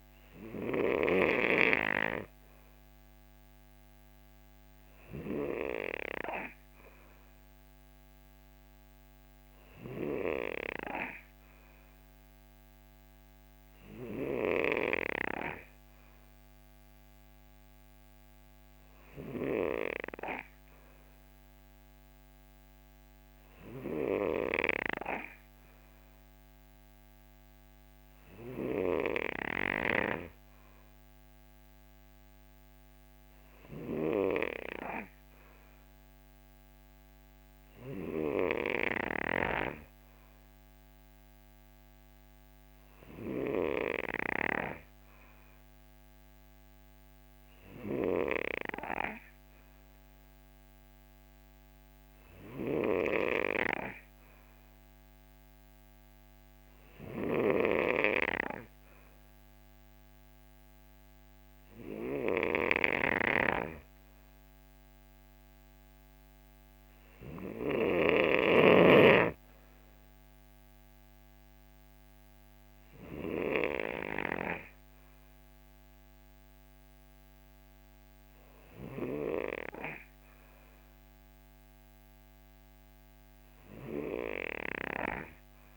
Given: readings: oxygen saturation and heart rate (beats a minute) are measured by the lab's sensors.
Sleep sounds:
breathing in sleep by a microphone on the trachea; none
none scored
From the record:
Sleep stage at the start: N3 (deep sleep); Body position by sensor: on the right side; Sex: male

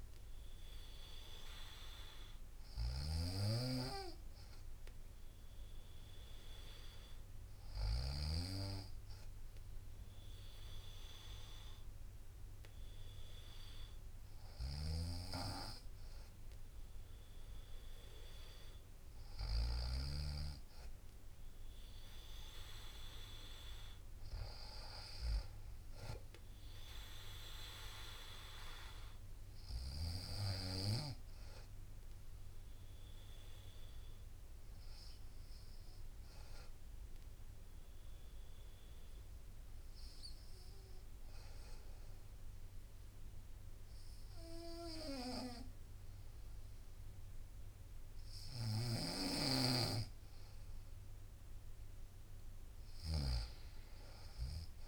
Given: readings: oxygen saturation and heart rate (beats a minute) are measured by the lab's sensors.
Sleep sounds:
breathing in sleep by a room microphone; 1
0.00-8.00 s: snoring (device-marked)
0.00-9.50 s: drop in pulse transit time (device-marked, heart rate 60 extreme)
14.00-19.50 s: snoring (device-marked)
28.50-32.00 s: arousal
33.50-36.50 s: bradycardia (device-marked, heart rate 61 before, 60 extreme)
36.50-49.00 s: hypopnea (oxygen 96% before, 93% lowest, heart rate 63 before, 59 extreme, up 0 after)
47.50-52.50 s: bradycardia (device-marked, heart rate 61 before, 59 extreme)
48.00-54.88 s: snoring (device-marked)
52.00-54.88 s: arousal
52.50-54.88 s: drop in pulse transit time (device-marked, heart rate 60 before, 59 extreme)
From the record:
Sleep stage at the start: N2 (light sleep); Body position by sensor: on the right side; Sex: female

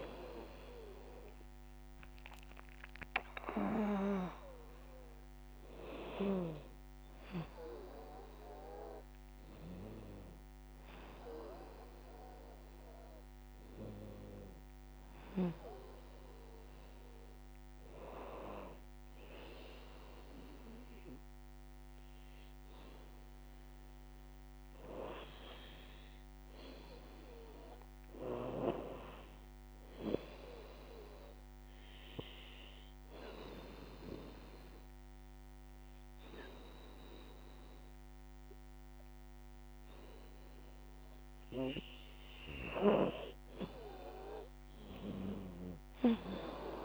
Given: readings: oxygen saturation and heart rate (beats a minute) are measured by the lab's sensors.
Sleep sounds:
breathing in sleep by a microphone on the trachea; 1
0.00-6.00 s: drop in pulse transit time (device-marked, heart rate 76 extreme)
0.00-11.00 s: oxygen desaturation (device-marked, oxygen 88% lowest, heart rate 79 extreme)
11.00-15.50 s: arousal
31.50-42.50 s: obstructive apnea (oxygen 95% before, 88% lowest, heart rate 83 before, 74 extreme, up 17 after)
32.00-42.00 s: oxygen desaturation (device-marked, oxygen 94% before, 90% lowest, heart rate 83 before, 74 extreme)
44.50-46.85 s: arousal
45.00-46.85 s: drop in pulse transit time (device-marked, heart rate 81 before, 80 extreme)
From the record:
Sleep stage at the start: N2 (light sleep); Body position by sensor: on the back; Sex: female

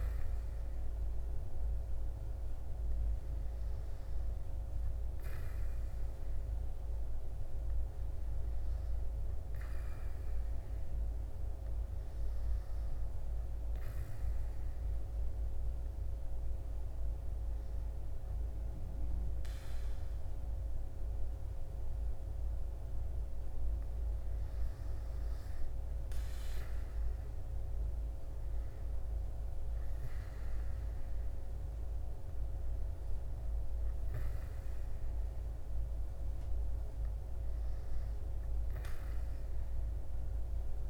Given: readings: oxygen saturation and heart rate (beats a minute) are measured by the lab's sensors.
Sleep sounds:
breathing in sleep, hard to hear, by a room microphone; none
none scored
From the record:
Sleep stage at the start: N2 (light sleep); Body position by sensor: on the back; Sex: male

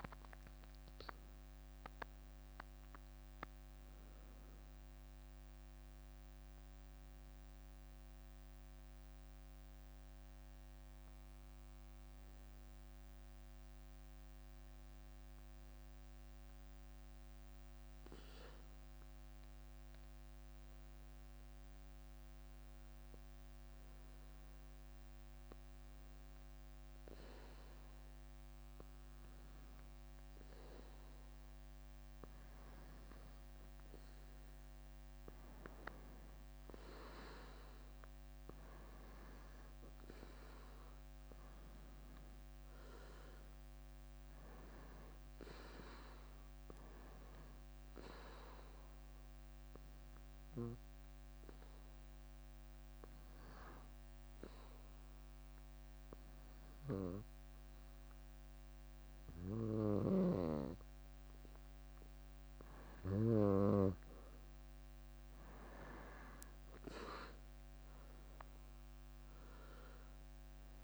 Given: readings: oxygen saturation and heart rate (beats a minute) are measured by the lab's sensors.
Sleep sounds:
breathing in sleep by a microphone on the trachea; 2
0.00-10.50 s: oxygen desaturation (device-marked, oxygen 89% lowest, heart rate 61 extreme)
2.50-32.50 s: new sleep stage, N1 (lightest sleep)
11.00-13.00 s: leg movement (device-marked)
16.00-26.00 s: obstructive apnea (oxygen 99% before, 90% lowest, heart rate 80 before, 61 extreme, up 2 after)
28.00-33.00 s: arousal
32.50-70.84 s: new sleep stage, N2 (light sleep)
48.50-59.00 s: hypopnea (oxygen 99% before, 90% lowest, heart rate 66 before, 61 extreme, up 7 after)
61.00-64.00 s: arousal
64.50-70.84 s: oxygen desaturation (device-marked, oxygen 95% before, 90% lowest, heart rate 65 before, 56 extreme)
From the record:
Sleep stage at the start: N2 (light sleep); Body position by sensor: on the back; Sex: female

